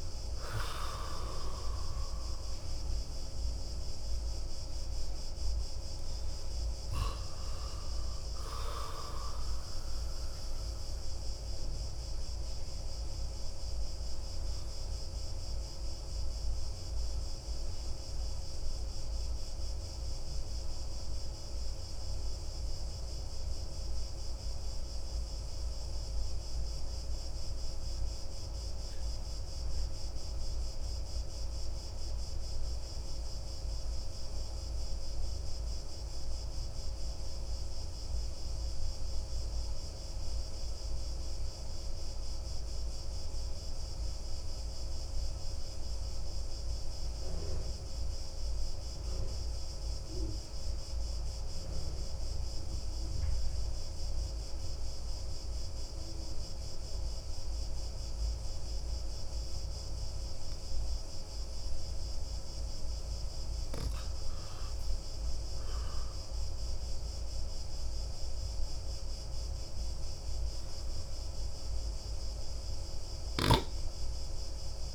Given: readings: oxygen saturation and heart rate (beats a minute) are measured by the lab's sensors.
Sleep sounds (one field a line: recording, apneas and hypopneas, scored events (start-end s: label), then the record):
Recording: breathing in sleep, hard to hear, by a room microphone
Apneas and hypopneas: 1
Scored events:
0.00-13.50 s: oxygen desaturation (device-marked, oxygen 91% lowest)
10.00-61.50 s: obstructive apnea (oxygen 97% before, 89% lowest)
63.50-67.00 s: arousal
From the record:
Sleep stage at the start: N2 (light sleep)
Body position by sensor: on the back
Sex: male